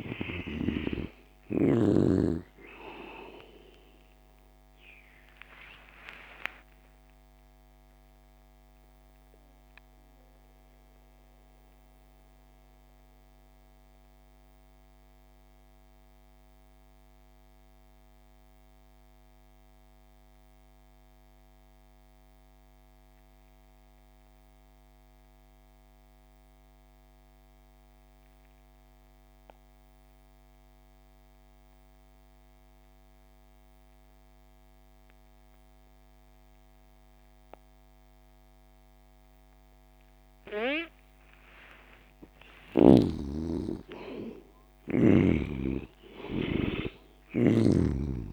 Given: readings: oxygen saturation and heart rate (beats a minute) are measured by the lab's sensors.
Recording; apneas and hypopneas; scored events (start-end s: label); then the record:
breathing in sleep by a microphone on the trachea; 1
0.00-20.50 s: oxygen desaturation (device-marked, oxygen 74% lowest)
5.50-41.50 s: mixed apnea (oxygen 98% before, 73% lowest)
35.50-48.32 s: oxygen desaturation (device-marked, oxygen 98% before, 73% lowest)
42.50-46.50 s: arousal
From the record:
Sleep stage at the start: N2 (light sleep); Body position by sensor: on the back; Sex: male